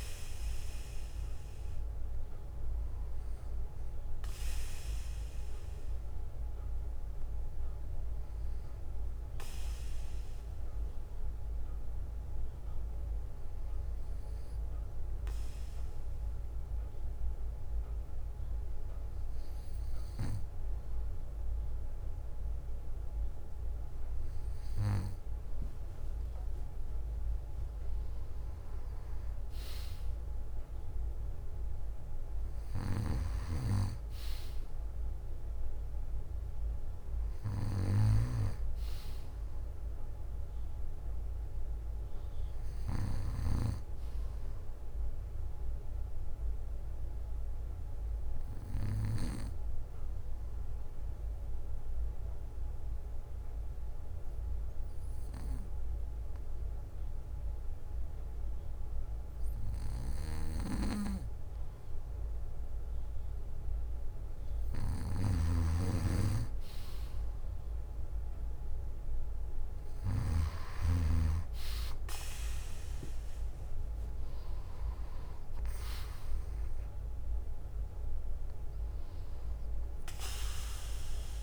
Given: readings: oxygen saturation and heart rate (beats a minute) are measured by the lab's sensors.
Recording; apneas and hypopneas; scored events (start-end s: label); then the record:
breathing in sleep by a room microphone; 2
0.00-1.50 s: bradycardia (device-marked, heart rate 63 extreme)
0.00-13.50 s: oxygen desaturation (device-marked, oxygen 94% lowest, heart rate 55 extreme)
3.50-17.50 s: bradycardia (device-marked, heart rate 59 before, 55 extreme)
4.00-19.00 s: obstructive apnea (oxygen 97% before, 94% lowest, heart rate 61 before, 55 extreme, up 6 after)
21.00-25.00 s: arousal
23.50-25.50 s: bradycardia (device-marked, heart rate 59 before, 59 extreme)
40.50-42.50 s: bradycardia (device-marked, heart rate 59 before, 59 extreme)
43.50-47.50 s: bradycardia (device-marked, heart rate 59 before, 57 extreme)
47.50-63.50 s: obstructive apnea (oxygen 97% before, 94% lowest, heart rate 63 before, 45 extreme, up 3 after)
48.50-53.50 s: bradycardia (device-marked, heart rate 59 before, 56 extreme)
54.50-66.50 s: bradycardia (device-marked, heart rate 59 before, 45 extreme)
65.50-71.50 s: snoring (device-marked)
68.00-71.50 s: arousal
From the record:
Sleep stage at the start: N2 (light sleep); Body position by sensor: on the back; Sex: male